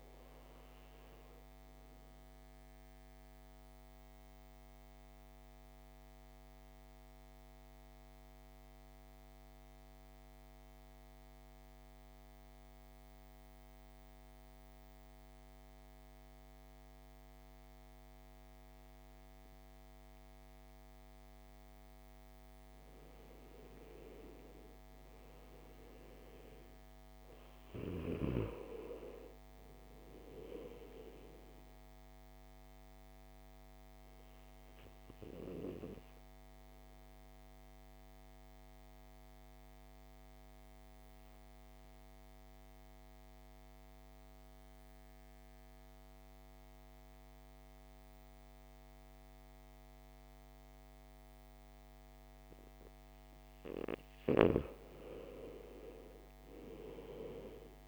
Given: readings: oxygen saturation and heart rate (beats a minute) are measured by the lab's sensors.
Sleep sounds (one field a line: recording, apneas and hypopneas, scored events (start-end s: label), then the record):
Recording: breathing in sleep by a microphone on the trachea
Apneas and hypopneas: 2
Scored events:
0.00-15.00 s: oxygen desaturation (device-marked, oxygen 85% lowest, heart rate 54 extreme)
2.50-21.50 s: central apnea (oxygen 99% before, 85% lowest, heart rate 60 before, 53 extreme, up 6 after)
23.00-27.00 s: arousal
27.00-50.00 s: oxygen desaturation (device-marked, oxygen 99% before, 88% lowest, heart rate 57 before, 53 extreme)
32.50-53.50 s: central apnea (oxygen 99% before, 88% lowest, heart rate 59 before, 53 extreme, up 7 after)
56.00-57.88 s: arousal
From the record:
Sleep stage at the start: N2 (light sleep)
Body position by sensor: on the back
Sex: male